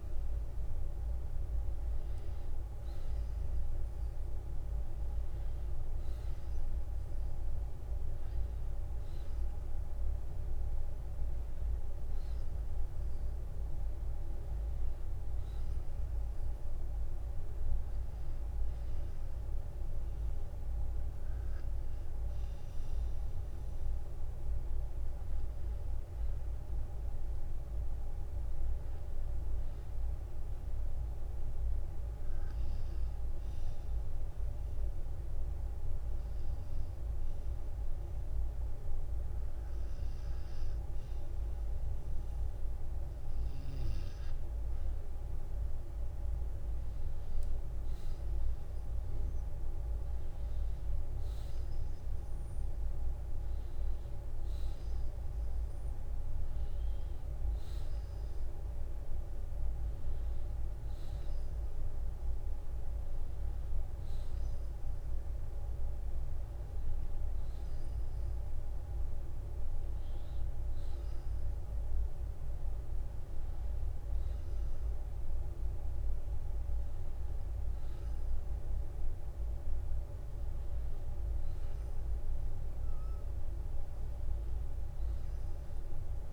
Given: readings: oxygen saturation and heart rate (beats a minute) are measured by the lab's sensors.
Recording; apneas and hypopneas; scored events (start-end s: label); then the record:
breathing in sleep, hard to hear, by a room microphone; 1
0.50-5.00 s: arousal
2.50-26.50 s: oxygen desaturation (device-marked, oxygen 94% before, 91% lowest, heart rate 51 before, 35 extreme)
3.00-5.00 s: long interval between heartbeats (device-marked, heart rate 51 before, 58 extreme)
7.50-9.50 s: long interval between heartbeats (device-marked, heart rate 53 before, 59 extreme)
12.00-14.00 s: long interval between heartbeats (device-marked, heart rate 55 before, 44 extreme)
22.50-24.50 s: long interval between heartbeats (device-marked, heart rate 51 before, 60 extreme)
31.00-43.50 s: obstructive apnea (oxygen 94% before, 89% lowest, heart rate 52 before, 42 extreme, up 23 after)
35.50-37.50 s: long interval between heartbeats (device-marked, heart rate 56 before, 53 extreme)
39.00-41.00 s: long interval between heartbeats (device-marked, heart rate 57 before, 55 extreme)
47.00-50.00 s: arousal
50.50-82.50 s: oxygen desaturation (device-marked, oxygen 93% before, 89% lowest, heart rate 54 before, 50 extreme)
72.50-86.33 s: new sleep stage, N1 (lightest sleep)
From the record:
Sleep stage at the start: N2 (light sleep); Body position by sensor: on the back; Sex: male